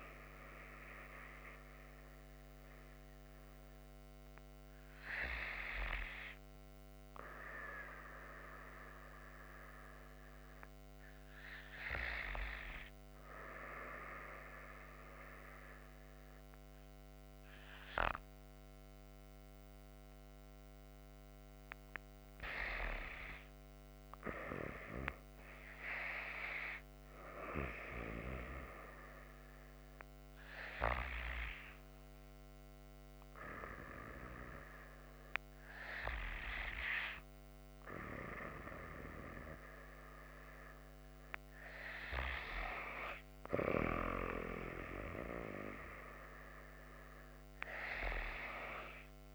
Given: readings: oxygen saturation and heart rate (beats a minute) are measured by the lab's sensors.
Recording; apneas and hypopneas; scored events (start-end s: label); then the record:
breathing in sleep by a microphone on the trachea; 1
1.50-6.00 s: arousal
10.00-23.00 s: hypopnea (oxygen 96% before, 90% lowest)
24.50-29.50 s: arousal
47.00-49.35 s: oxygen desaturation (device-marked, oxygen 95% before, 92% lowest)
From the record:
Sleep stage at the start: N2 (light sleep); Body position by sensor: on the back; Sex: female